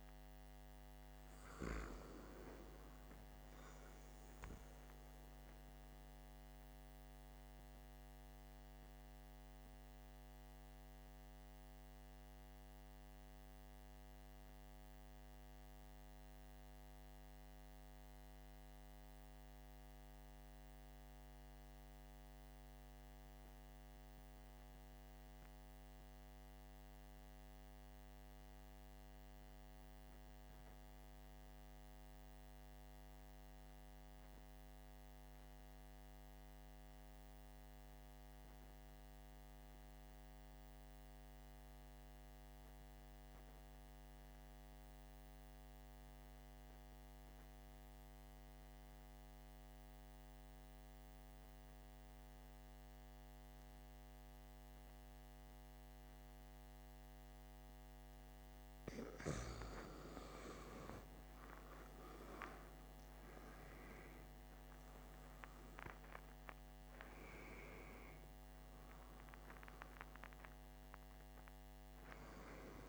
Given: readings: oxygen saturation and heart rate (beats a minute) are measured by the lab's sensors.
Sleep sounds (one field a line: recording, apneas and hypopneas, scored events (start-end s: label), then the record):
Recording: breathing in sleep by a microphone on the trachea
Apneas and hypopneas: 1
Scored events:
8.50-58.00 s: mixed apnea (oxygen 98% before, 92% lowest, heart rate 58 before, 46 extreme, up 22 after)
14.50-23.50 s: oxygen desaturation (device-marked, oxygen 97% before, 94% lowest, heart rate 56 before, 49 extreme)
61.00-65.50 s: arousal
From the record:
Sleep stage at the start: REM sleep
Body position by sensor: on the back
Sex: male